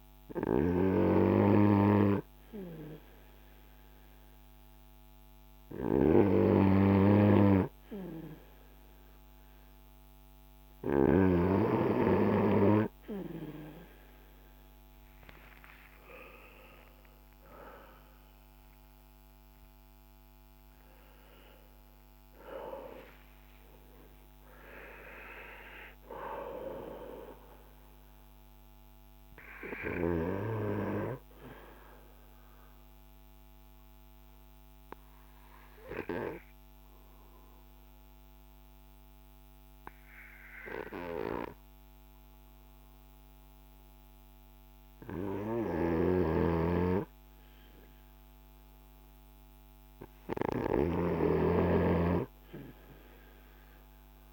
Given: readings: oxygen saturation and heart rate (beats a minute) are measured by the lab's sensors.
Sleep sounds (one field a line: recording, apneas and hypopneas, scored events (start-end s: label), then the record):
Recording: breathing in sleep by a microphone on the trachea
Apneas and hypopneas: 1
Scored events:
16.00-21.00 s: arousal
32.50-47.00 s: obstructive apnea (oxygen 93% before, 92% lowest, heart rate 54 before, 46 extreme, up 1 after)
46.00-51.50 s: snoring (device-marked)
47.50-52.00 s: arousal
From the record:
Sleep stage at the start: N2 (light sleep)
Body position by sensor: on the front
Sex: male